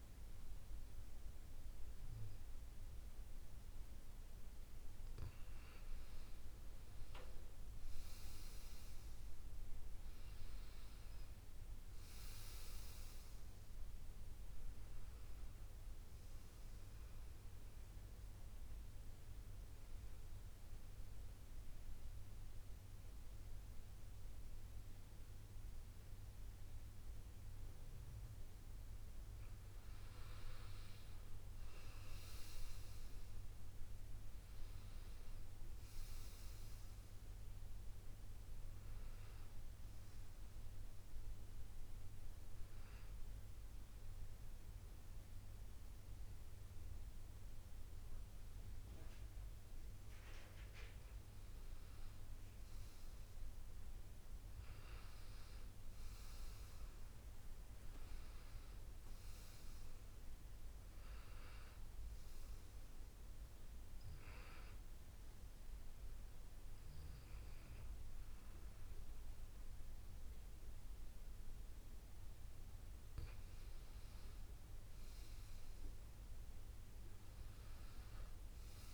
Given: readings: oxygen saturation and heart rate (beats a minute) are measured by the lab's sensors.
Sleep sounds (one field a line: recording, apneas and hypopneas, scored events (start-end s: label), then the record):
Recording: breathing in sleep, hard to hear, by a room microphone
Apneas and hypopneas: 1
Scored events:
7.50-27.50 s: oxygen desaturation (device-marked, oxygen 96% before, 89% lowest)
9.00-12.50 s: arousal
17.50-30.00 s: central apnea (oxygen 99% before, 89% lowest)
32.00-36.00 s: arousal
33.50-49.50 s: oxygen desaturation (device-marked, oxygen 97% before, 91% lowest)
78.50-78.94 s: new sleep stage, N1 (lightest sleep)
From the record:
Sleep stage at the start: N2 (light sleep)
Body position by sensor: on the back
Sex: male